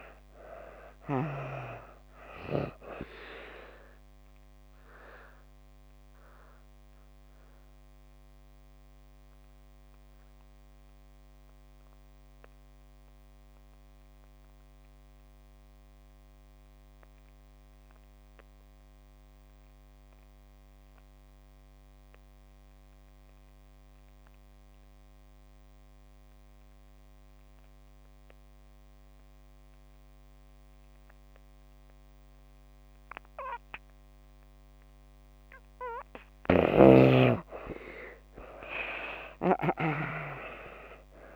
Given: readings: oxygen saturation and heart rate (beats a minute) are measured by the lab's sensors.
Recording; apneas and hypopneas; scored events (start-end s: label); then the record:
breathing in sleep by a microphone on the trachea; 1
0.00-26.50 s: oxygen desaturation (device-marked, oxygen 69% lowest)
4.00-34.50 s: obstructive apnea (oxygen 95% before, 66% lowest)
28.50-41.36 s: oxygen desaturation (device-marked, oxygen 96% before, 66% lowest)
37.00-41.36 s: arousal
From the record:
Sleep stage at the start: N2 (light sleep); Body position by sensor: on the back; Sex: female